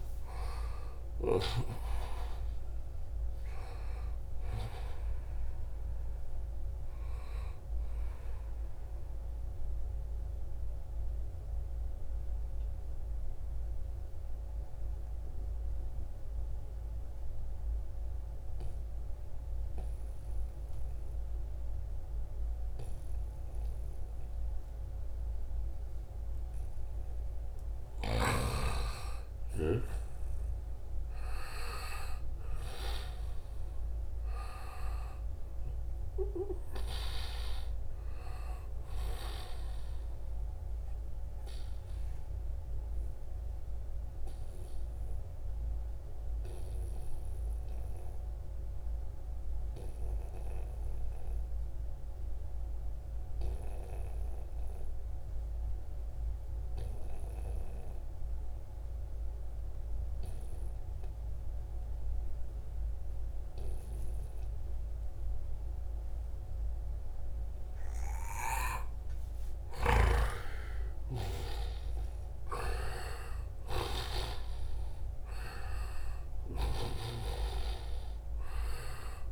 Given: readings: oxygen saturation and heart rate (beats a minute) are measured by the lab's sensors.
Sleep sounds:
breathing in sleep by a room microphone; 2
0.00-18.00 s: oxygen desaturation (device-marked, oxygen 89% lowest, heart rate 67 extreme)
8.00-26.50 s: mixed apnea (oxygen 95% before, 89% lowest, heart rate 77 before, 70 extreme, up 3 after)
27.50-32.00 s: arousal
36.00-49.00 s: oxygen desaturation (device-marked, oxygen 97% before, 93% lowest, heart rate 72 before, 64 extreme)
40.50-67.50 s: obstructive apnea (oxygen 98% before, 89% lowest, heart rate 72 before, 64 extreme, up 7 after)
62.00-64.00 s: long interval between heartbeats (device-marked, heart rate 72 before, 66 extreme)
69.00-79.32 s: oxygen desaturation (device-marked, oxygen 96% before, 89% lowest, heart rate 68 before, 65 extreme)
69.00-79.32 s: snoring (device-marked)
69.50-75.00 s: arousal
From the record:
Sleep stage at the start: N2 (light sleep); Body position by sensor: on the right side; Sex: male

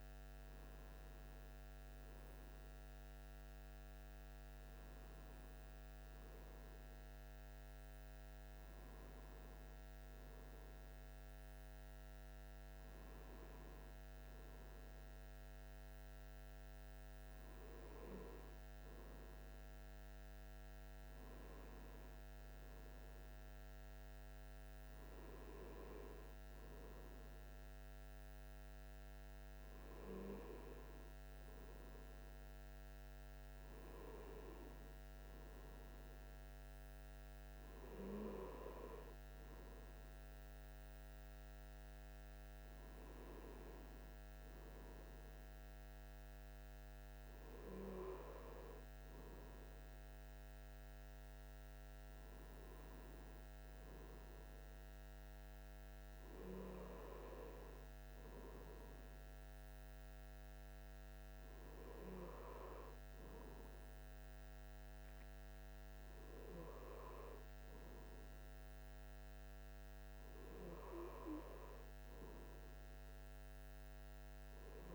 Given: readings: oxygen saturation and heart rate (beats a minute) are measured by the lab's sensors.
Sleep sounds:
breathing in sleep by a microphone on the trachea; none
27.50-74.95 s: new sleep stage, N2 (light sleep)
From the record:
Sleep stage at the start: N1 (lightest sleep); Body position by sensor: on the right side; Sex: male

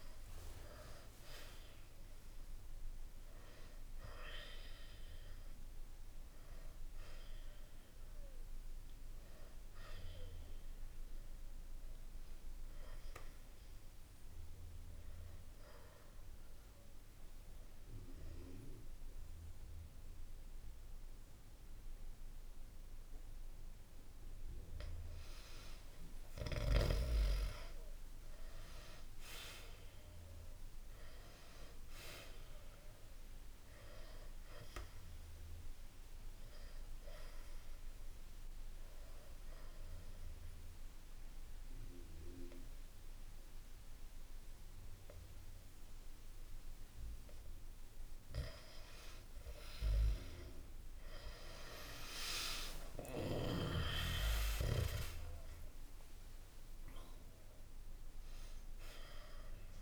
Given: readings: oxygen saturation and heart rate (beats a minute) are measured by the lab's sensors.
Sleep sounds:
breathing in sleep by a room microphone; 2
12.50-24.00 s: obstructive apnea (oxygen 96% before, 91% lowest, heart rate 90 before, 63 extreme, up 0 after)
25.00-29.50 s: arousal
34.00-47.00 s: obstructive apnea (oxygen 95% before, 91% lowest, heart rate 64 before, 64 extreme, up 11 after)
34.00-48.00 s: oxygen desaturation (device-marked, oxygen 95% before, 91% lowest, heart rate 64 before, 64 extreme)
51.00-55.00 s: arousal
From the record:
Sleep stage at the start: N2 (light sleep); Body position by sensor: on the back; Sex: male

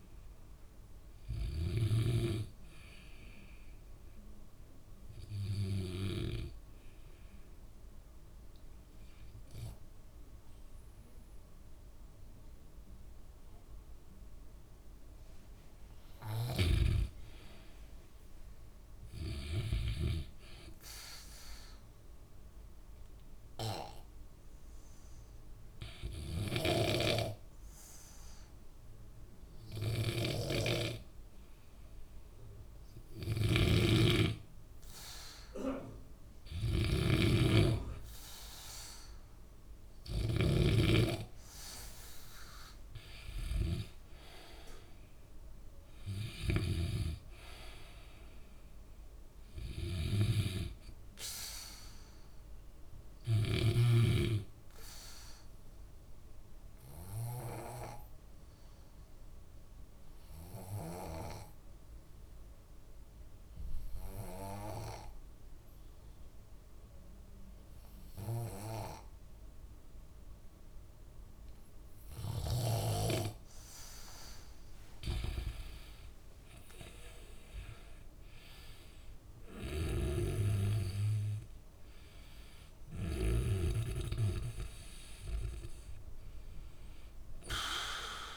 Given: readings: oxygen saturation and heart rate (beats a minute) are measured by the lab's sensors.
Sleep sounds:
breathing in sleep by a room microphone; 3
0.00-5.00 s: oxygen desaturation (device-marked, oxygen 89% lowest, heart rate 61 extreme)
4.00-15.50 s: hypopnea (oxygen 95% before, 90% lowest, heart rate 67 before, 61 extreme, up 4 after)
17.50-20.00 s: arousal
21.00-28.00 s: oxygen desaturation (device-marked, oxygen 97% before, 93% lowest, heart rate 65 before, 61 extreme)
24.00-36.00 s: hypopnea (oxygen 97% before, 90% lowest, heart rate 66 before, 62 extreme, up 7 after)
33.50-41.00 s: snoring (device-marked)
38.00-41.00 s: arousal
43.00-64.00 s: oxygen desaturation (device-marked, oxygen 94% before, 90% lowest, heart rate 64 before, 63 extreme)
54.00-72.50 s: obstructive apnea (oxygen 95% before, 90% lowest, heart rate 67 before, 62 extreme, up 12 after)
75.50-79.50 s: arousal
77.00-88.37 s: oxygen desaturation (device-marked, oxygen 96% before, 90% lowest, heart rate 64 before, 60 extreme)
80.00-83.50 s: snoring (device-marked)
From the record:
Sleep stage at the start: N2 (light sleep); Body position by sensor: on the back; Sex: male

